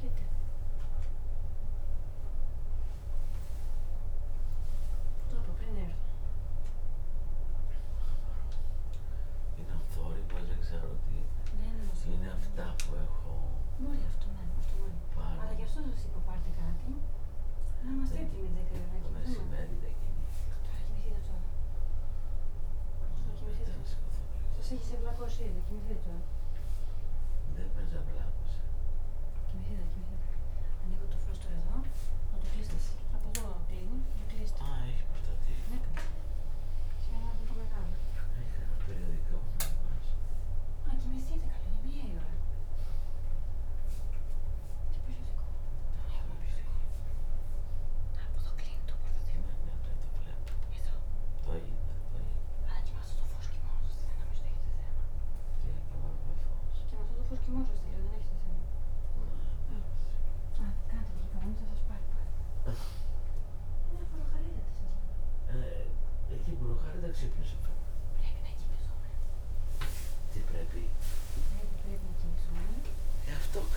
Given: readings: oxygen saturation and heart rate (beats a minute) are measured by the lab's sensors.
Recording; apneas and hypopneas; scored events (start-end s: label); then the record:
a person awake in a sleep study, by a room microphone; none
1.00-10.00 s: drop in pulse transit time (device-marked, heart rate 90 before, 90 extreme)
16.00-27.00 s: drop in pulse transit time (device-marked, heart rate 91 before, 91 extreme)
From the record:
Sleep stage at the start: awake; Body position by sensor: upright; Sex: female